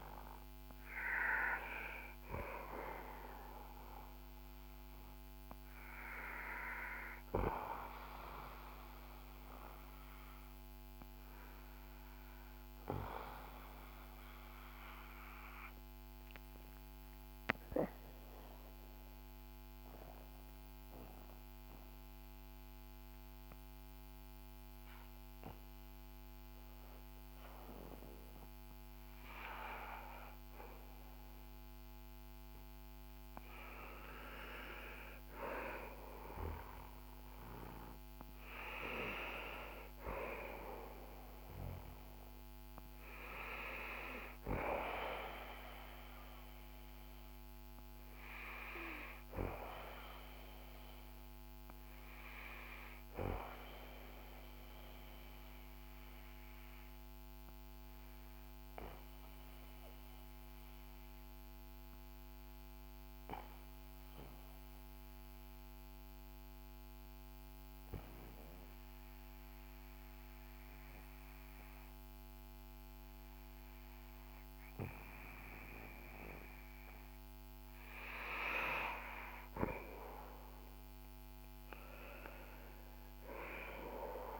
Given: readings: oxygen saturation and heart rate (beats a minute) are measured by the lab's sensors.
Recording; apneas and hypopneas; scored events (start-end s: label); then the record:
breathing in sleep by a microphone on the trachea; 2
0.00-25.50 s: oxygen desaturation (device-marked, oxygen 92% lowest, heart rate 51 extreme)
8.50-31.00 s: obstructive apnea (oxygen 96% before, 91% lowest, heart rate 57 before, 49 extreme, up 5 after)
35.00-40.50 s: arousal
54.50-78.00 s: obstructive apnea (oxygen 96% before, 91% lowest, heart rate 57 before, 49 extreme, up 8 after)
55.50-64.50 s: oxygen desaturation (device-marked, oxygen 95% before, 91% lowest, heart rate 57 before, 49 extreme)
79.50-84.40 s: arousal
From the record:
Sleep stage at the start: N2 (light sleep); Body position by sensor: on the back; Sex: male